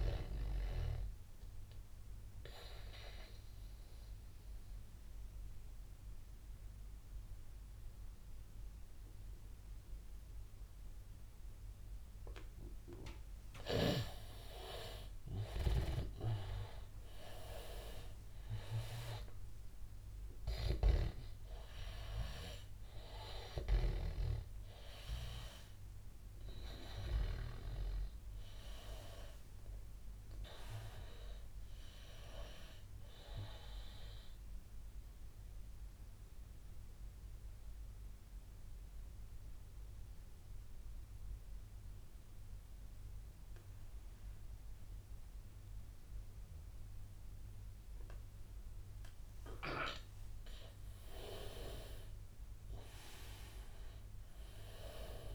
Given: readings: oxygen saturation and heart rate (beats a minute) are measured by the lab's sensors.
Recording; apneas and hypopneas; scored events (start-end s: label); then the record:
breathing in sleep by a room microphone; 2
0.00-6.00 s: oxygen desaturation (device-marked, oxygen 90% lowest, heart rate 85 extreme)
0.50-12.50 s: obstructive apnea (oxygen 98% before, 90% lowest, heart rate 90 before, 85 extreme, up 10 after)
15.00-18.50 s: arousal
21.00-33.00 s: oxygen desaturation (device-marked, oxygen 98% before, 92% lowest, heart rate 88 before, 83 extreme)
34.00-50.00 s: obstructive apnea (oxygen 98% before, 90% lowest, heart rate 93 before, 81 extreme, up 5 after)
51.50-55.35 s: arousal
53.00-55.35 s: oxygen desaturation (device-marked, oxygen 97% before, 90% lowest, heart rate 89 before, 81 extreme)
From the record:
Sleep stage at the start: N2 (light sleep); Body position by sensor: on the back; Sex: male